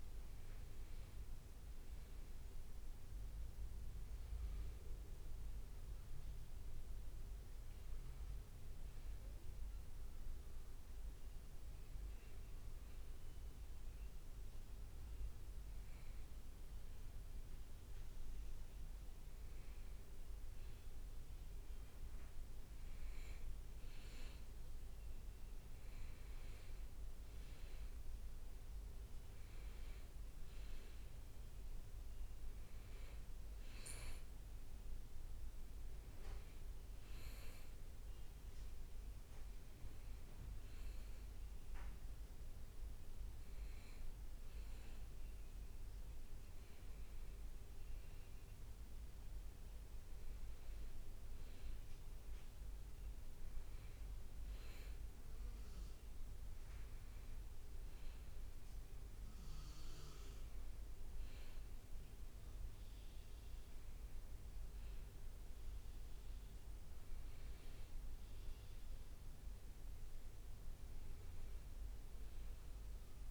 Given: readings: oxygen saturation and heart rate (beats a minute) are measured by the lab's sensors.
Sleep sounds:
breathing in sleep, hard to hear, by a room microphone; none
63.00-73.31 s: new sleep stage, N2 (light sleep)
From the record:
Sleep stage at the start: N1 (lightest sleep); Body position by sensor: on the back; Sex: male

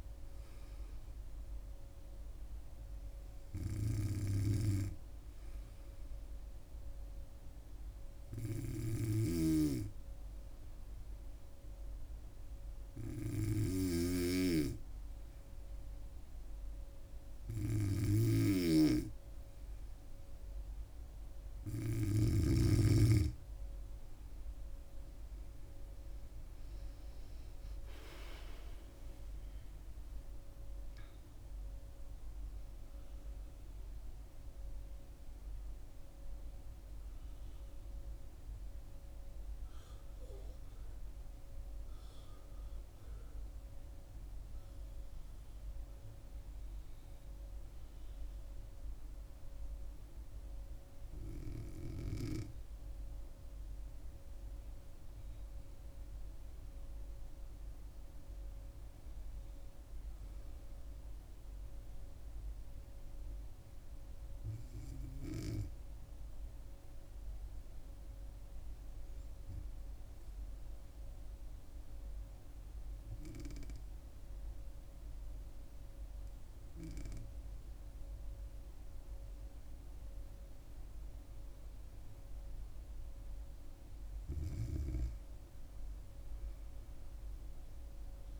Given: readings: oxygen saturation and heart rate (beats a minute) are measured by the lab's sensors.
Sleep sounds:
breathing in sleep by a room microphone; 2
8.50-21.50 s: hypopnea (oxygen 97% before, 93% lowest, heart rate 67 before, 67 extreme, up 8 after)
23.00-38.00 s: oxygen desaturation (device-marked, oxygen 96% before, 93% lowest, heart rate 67 before, 69 extreme)
25.50-31.00 s: arousal
55.00-58.50 s: arousal
63.00-78.50 s: hypopnea (oxygen 99% before, 94% lowest, heart rate 71 before, 67 extreme, up 2 after)
78.00-88.40 s: oxygen desaturation (device-marked, oxygen 98% before, 95% lowest, heart rate 69 before, 67 extreme)
80.50-84.00 s: arousal
From the record:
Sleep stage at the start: N2 (light sleep); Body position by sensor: on the back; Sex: female

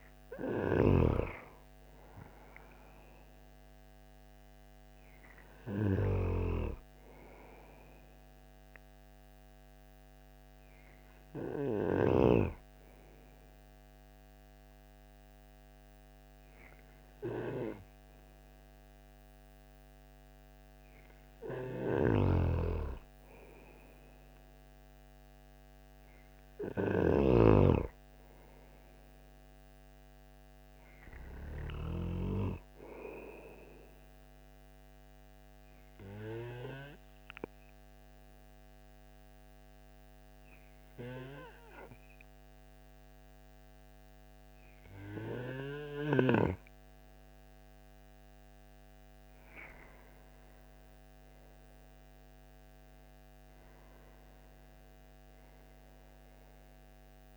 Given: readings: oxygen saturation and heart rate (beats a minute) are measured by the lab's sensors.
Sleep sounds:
breathing in sleep by a microphone on the trachea; 2
0.00-1.00 s: arousal
0.00-6.00 s: snoring (device-marked)
9.00-19.00 s: obstructive apnea (oxygen 94% before, 92% lowest, heart rate 53 before, 52 extreme, up 0 after)
21.50-27.00 s: snoring (device-marked)
22.00-26.50 s: arousal
33.00-47.50 s: obstructive apnea (oxygen 94% before, 92% lowest, heart rate 53 before, 50 extreme, up 1 after)
From the record:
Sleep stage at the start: N2 (light sleep); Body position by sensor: on the right side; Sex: male

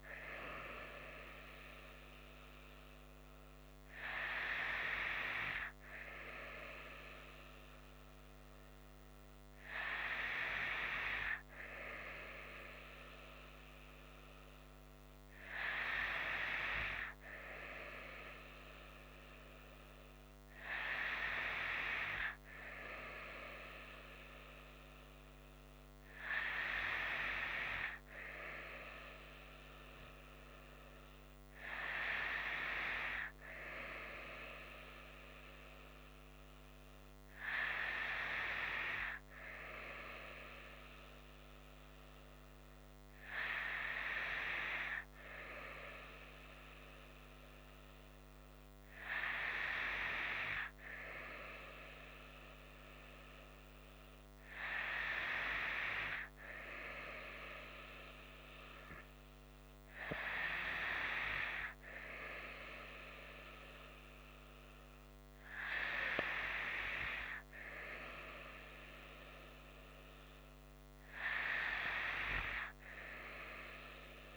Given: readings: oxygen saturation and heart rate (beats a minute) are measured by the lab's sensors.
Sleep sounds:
breathing in sleep by a microphone on the trachea; none
none scored
From the record:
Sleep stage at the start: N2 (light sleep); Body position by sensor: on the right side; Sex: female

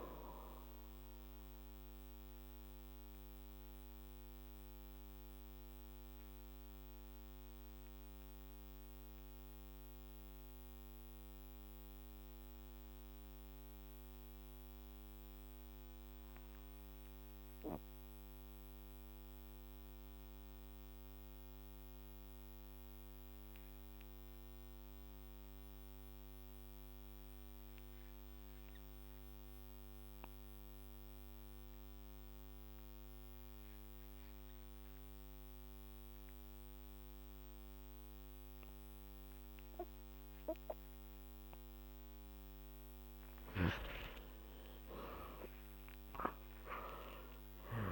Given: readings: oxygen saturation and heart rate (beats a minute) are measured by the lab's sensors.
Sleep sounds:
breathing in sleep by a microphone on the trachea; 1
2.00-41.50 s: mixed apnea (oxygen 98% before, 91% lowest, heart rate 53 before, 45 extreme, up 13 after)
32.00-47.92 s: oxygen desaturation (device-marked, oxygen 98% before, 91% lowest, heart rate 48 before, 45 extreme)
43.00-47.92 s: arousal
From the record:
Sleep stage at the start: N2 (light sleep); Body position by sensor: on the back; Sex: male

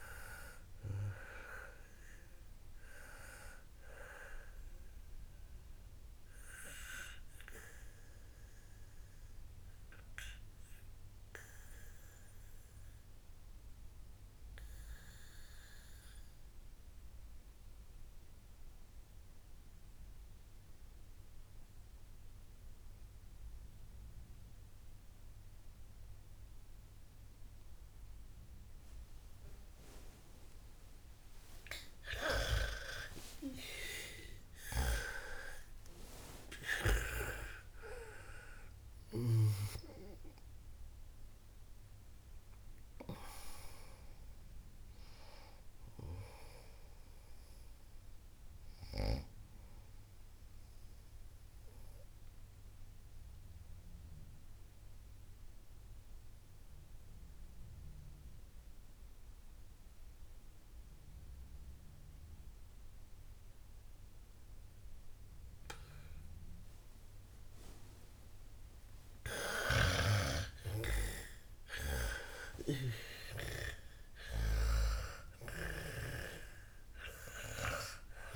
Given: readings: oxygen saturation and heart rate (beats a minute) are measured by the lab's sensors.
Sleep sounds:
breathing in sleep by a room microphone; 2
0.00-10.50 s: oxygen desaturation (device-marked, oxygen 93% lowest, heart rate 54 extreme)
5.50-31.00 s: obstructive apnea (oxygen 99% before, 93% lowest, heart rate 80 before, 54 extreme)
30.50-57.50 s: oxygen desaturation (device-marked, oxygen 99% before, 93% lowest, heart rate 56 before, 53 extreme)
33.00-38.00 s: arousal
50.50-69.00 s: obstructive apnea (oxygen 99% before, 93% lowest, heart rate 91 before, 53 extreme)
70.50-74.00 s: arousal
75.50-78.36 s: oxygen desaturation (device-marked, oxygen 98% before, 94% lowest, heart rate 67 before, 53 extreme)
From the record:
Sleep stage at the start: N2 (light sleep); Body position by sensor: on the back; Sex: female

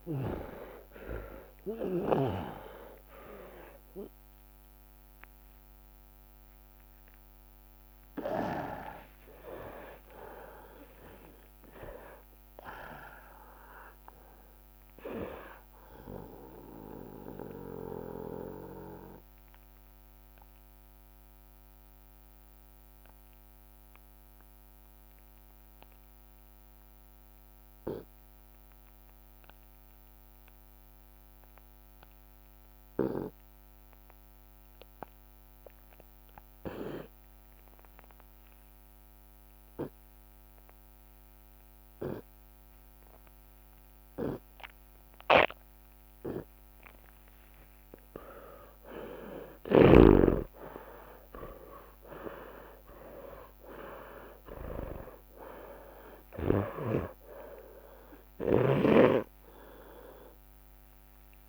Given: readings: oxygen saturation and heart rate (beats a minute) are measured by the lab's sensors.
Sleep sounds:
breathing in sleep by a microphone on the trachea; 1
0.00-1.00 s: arousal
0.00-9.00 s: drop in pulse transit time (device-marked, heart rate 128 extreme)
0.00-13.00 s: tachycardia (device-marked, heart rate 179 extreme)
2.00-4.00 s: long interval between heartbeats (device-marked, heart rate 113 before, 168 extreme)
4.50-6.50 s: long interval between heartbeats (device-marked, heart rate 121 before, 167 extreme)
7.00-9.00 s: long interval between heartbeats (device-marked, heart rate 132 before, 128 extreme)
10.50-12.50 s: long interval between heartbeats (device-marked, heart rate 138 before, 130 extreme)
15.00-17.00 s: long interval between heartbeats (device-marked, heart rate 142 before, 68 extreme)
15.50-46.00 s: mixed apnea (oxygen 94% before, 74% lowest)
18.50-20.50 s: long interval between heartbeats (device-marked, heart rate 135 before, 65 extreme)
20.00-36.00 s: oxygen desaturation (device-marked, oxygen 95% before, 74% lowest)
24.00-33.00 s: drop in pulse transit time (device-marked)
29.50-31.50 s: long interval between heartbeats (device-marked)
35.00-41.00 s: drop in pulse transit time (device-marked)
48.00-50.00 s: long interval between heartbeats (device-marked)
49.50-55.00 s: arousal
52.00-61.49 s: drop in pulse transit time (device-marked)
57.00-59.00 s: long interval between heartbeats (device-marked, heart rate 30 before, 59 extreme)
From the record:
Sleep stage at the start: N2 (light sleep); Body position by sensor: on the back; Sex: male

